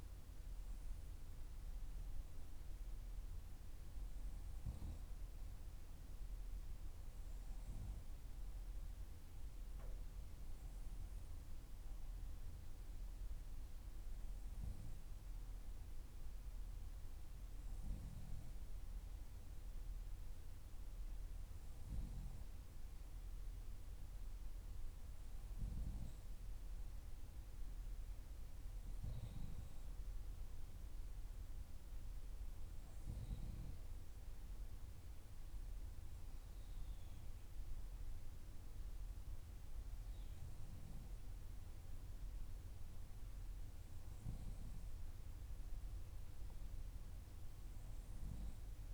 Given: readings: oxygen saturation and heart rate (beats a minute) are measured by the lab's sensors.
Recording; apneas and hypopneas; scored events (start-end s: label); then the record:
breathing in sleep, hard to hear, by a room microphone; none
none scored
From the record:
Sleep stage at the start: N2 (light sleep); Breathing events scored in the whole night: 374 in 7.0 hours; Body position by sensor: on the back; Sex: female